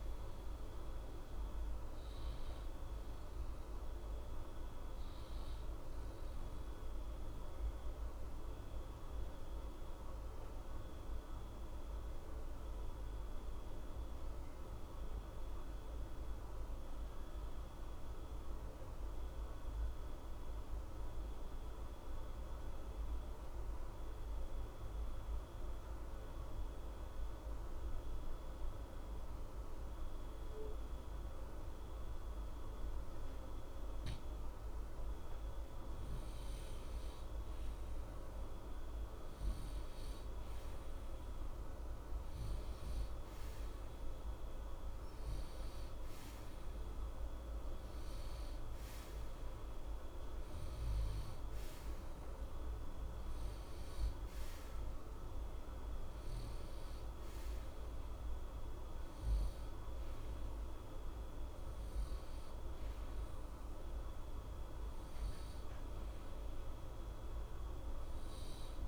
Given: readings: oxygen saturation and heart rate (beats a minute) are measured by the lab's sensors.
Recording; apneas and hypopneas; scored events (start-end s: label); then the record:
breathing in sleep, hard to hear, by a room microphone; 1
0.00-3.50 s: arousal
5.00-20.00 s: oxygen desaturation (device-marked, oxygen 91% before, 88% lowest, heart rate 60 before, 60 extreme)
6.50-36.00 s: obstructive apnea (oxygen 92% before, 88% lowest, heart rate 60 before, 60 extreme, up 1 after)
37.00-68.88 s: oxygen desaturation (device-marked, oxygen 97% before, 88% lowest, heart rate 60 before, 60 extreme)
38.50-42.00 s: arousal
From the record:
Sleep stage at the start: N2 (light sleep); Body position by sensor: on the right side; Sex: male